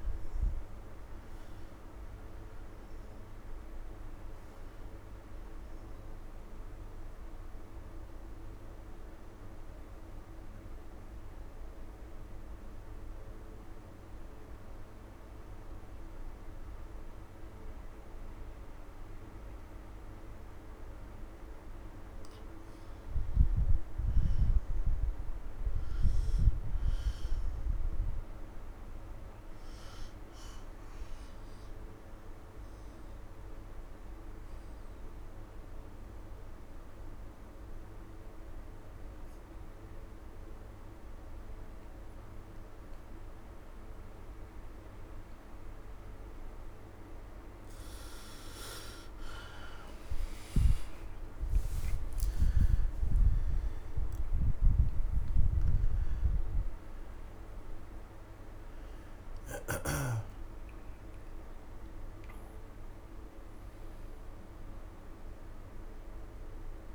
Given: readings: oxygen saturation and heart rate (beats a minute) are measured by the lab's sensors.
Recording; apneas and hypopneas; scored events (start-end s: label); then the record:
breathing in sleep, hard to hear, by a room microphone; 2
0.00-1.50 s: arousal
0.00-22.50 s: oxygen desaturation (device-marked, oxygen 92% lowest)
6.50-19.50 s: obstructive apnea (oxygen 97% before, 90% lowest)
23.50-27.00 s: arousal
30.00-45.00 s: obstructive apnea (oxygen 98% before, 88% lowest)
30.50-42.50 s: oxygen desaturation (device-marked, oxygen 98% before, 92% lowest)
47.50-51.50 s: arousal
49.50-66.95 s: oxygen desaturation (device-marked, oxygen 96% before, 90% lowest)
From the record:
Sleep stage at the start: N2 (light sleep); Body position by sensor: on the right side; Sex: male